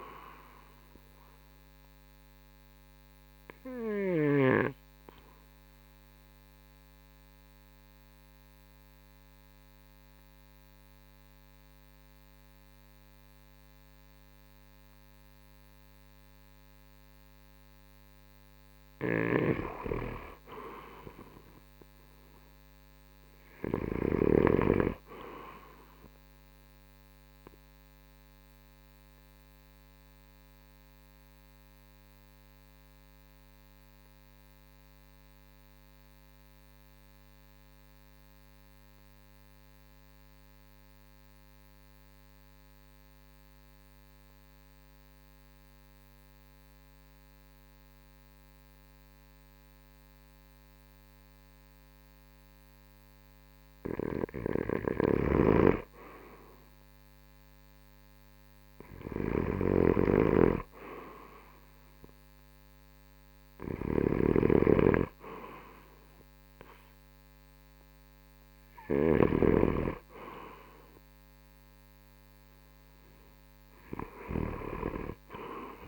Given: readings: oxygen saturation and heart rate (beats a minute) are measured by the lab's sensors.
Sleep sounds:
breathing in sleep by a microphone on the trachea; 2
2.50-27.50 s: oxygen desaturation (device-marked, oxygen 95% before, 87% lowest, heart rate 64 before, 58 extreme)
3.00-19.00 s: obstructive apnea (oxygen 96% before, 77% lowest, heart rate 64 before, 61 extreme, up 9 after)
19.00-24.50 s: snoring (device-marked)
21.50-25.00 s: arousal
24.50-75.88 s: new sleep stage, REM sleep
27.00-54.50 s: obstructive apnea (oxygen 95% before, 77% lowest, heart rate 64 before, 57 extreme, up 17 after)
29.50-50.50 s: oxygen desaturation (device-marked, oxygen 96% before, 87% lowest, heart rate 65 before, 57 extreme)
52.50-75.88 s: oxygen desaturation (device-marked, oxygen 94% before, 77% lowest, heart rate 62 before, 62 extreme)
54.50-58.50 s: arousal
55.00-69.50 s: snoring (device-marked)
61.50-72.50 s: drop in pulse transit time (device-marked, heart rate 62 before, 74 extreme)
From the record:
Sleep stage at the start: N2 (light sleep); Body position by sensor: on the right side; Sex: male

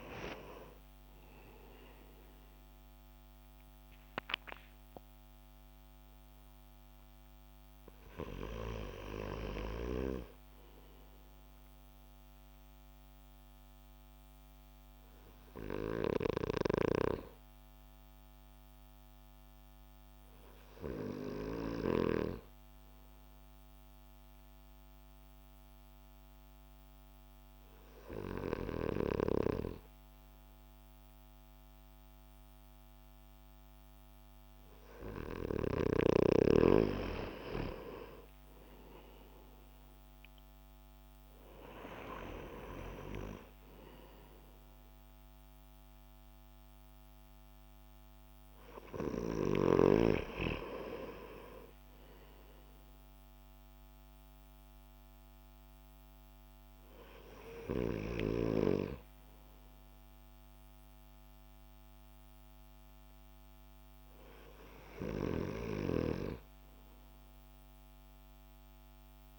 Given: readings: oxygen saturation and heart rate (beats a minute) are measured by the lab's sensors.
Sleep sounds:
breathing in sleep by a microphone on the trachea; none
none scored
From the record:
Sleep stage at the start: N2 (light sleep); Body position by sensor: on the back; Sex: male

